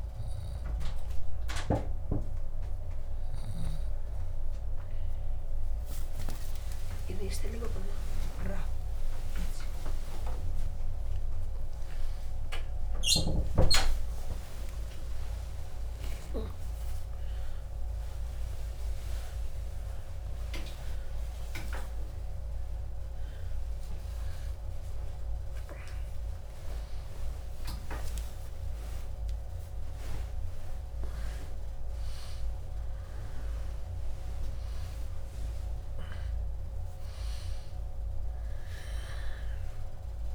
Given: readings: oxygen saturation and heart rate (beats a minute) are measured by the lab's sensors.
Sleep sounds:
a person partly awake in a sleep study, by a room microphone; none
0.00-15.50 s: oxygen desaturation (device-marked, oxygen 90% lowest, heart rate 65 extreme)
6.50-8.50 s: long interval between heartbeats (device-marked, heart rate 69 before, 94 extreme)
10.00-12.00 s: long interval between heartbeats (device-marked, heart rate 76 before, 163 extreme)
12.50-14.50 s: long interval between heartbeats (device-marked, heart rate 91 before, 149 extreme)
15.00-17.00 s: long interval between heartbeats (device-marked, heart rate 100 before, 120 extreme)
18.50-20.50 s: long interval between heartbeats (device-marked, heart rate 111 before, 118 extreme)
20.50-40.35 s: new sleep stage, awake
26.50-28.50 s: long interval between heartbeats (device-marked, heart rate 128 before, 100 extreme)
30.00-32.00 s: long interval between heartbeats (device-marked, heart rate 127 before, 127 extreme)
From the record:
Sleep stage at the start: N2 (light sleep); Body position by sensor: on the back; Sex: female

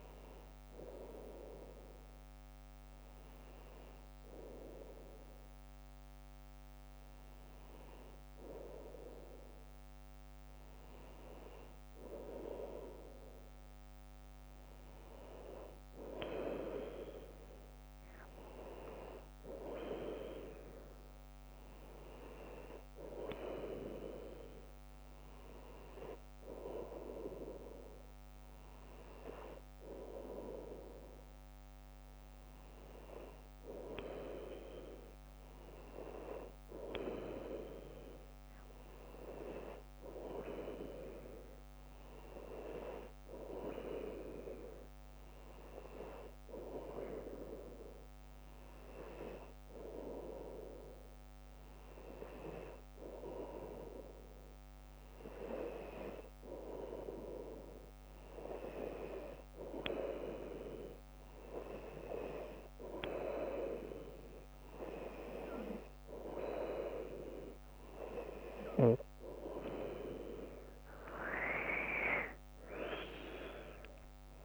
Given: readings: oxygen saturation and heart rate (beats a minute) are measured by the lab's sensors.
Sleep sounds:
breathing in sleep by a microphone on the trachea; none
9.00-12.00 s: arousal
From the record:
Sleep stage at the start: N2 (light sleep); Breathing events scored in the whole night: 174 in 4.2 hours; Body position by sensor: on the back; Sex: female

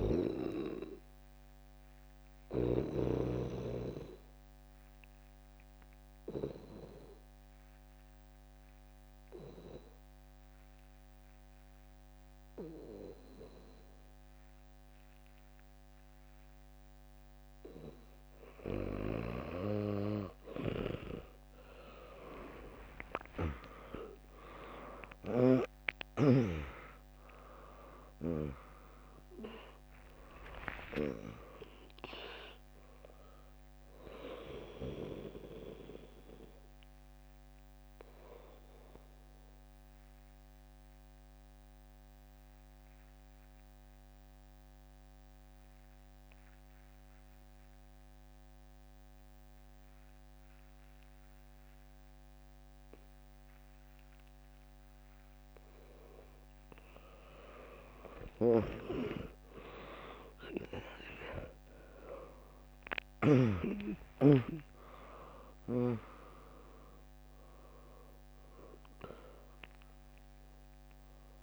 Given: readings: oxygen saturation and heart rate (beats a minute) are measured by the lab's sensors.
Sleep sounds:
breathing in sleep by a microphone on the trachea; 2
0.00-3.00 s: drop in pulse transit time (device-marked, heart rate 60 extreme)
0.00-17.00 s: oxygen desaturation (device-marked, oxygen 96% lowest, heart rate 57 extreme)
3.50-16.50 s: obstructive apnea (oxygen 100% before, 96% lowest, heart rate 68 before, 57 extreme)
15.00-21.00 s: bradycardia (device-marked, heart rate 74 before, 57 extreme)
22.00-27.50 s: arousal
25.00-40.00 s: drop in pulse transit time (device-marked, heart rate 65 before, 64 extreme)
35.00-55.00 s: obstructive apnea (oxygen 100% before, 95% lowest, heart rate 71 before, 57 extreme, up 4 after)
46.00-57.00 s: bradycardia (device-marked, heart rate 73 before, 58 extreme)
57.00-63.00 s: arousal
61.00-71.43 s: drop in pulse transit time (device-marked, heart rate 65 before, 60 extreme)
62.00-71.43 s: oxygen desaturation (device-marked, oxygen 100% before, 95% lowest, heart rate 64 before, 57 extreme)
From the record:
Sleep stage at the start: N2 (light sleep); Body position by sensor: on the back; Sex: female

